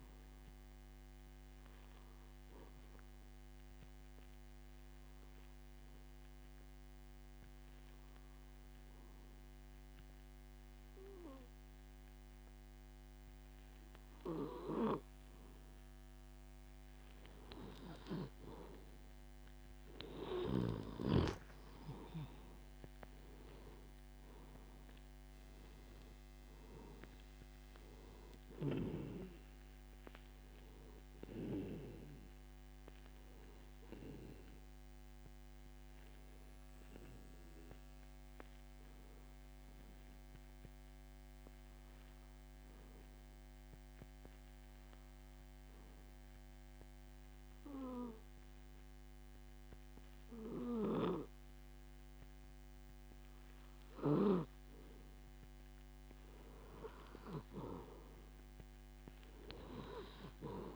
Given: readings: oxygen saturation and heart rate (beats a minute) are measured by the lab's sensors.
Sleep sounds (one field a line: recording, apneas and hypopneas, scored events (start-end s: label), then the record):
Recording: breathing in sleep by a microphone on the trachea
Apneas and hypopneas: 2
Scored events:
3.00-17.00 s: obstructive apnea (oxygen 93% before, 90% lowest)
19.50-23.50 s: arousal
38.00-53.00 s: obstructive apnea (oxygen 95% before, 90% lowest)
55.50-59.00 s: arousal
From the record:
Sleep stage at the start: N2 (light sleep)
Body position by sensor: on the back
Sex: male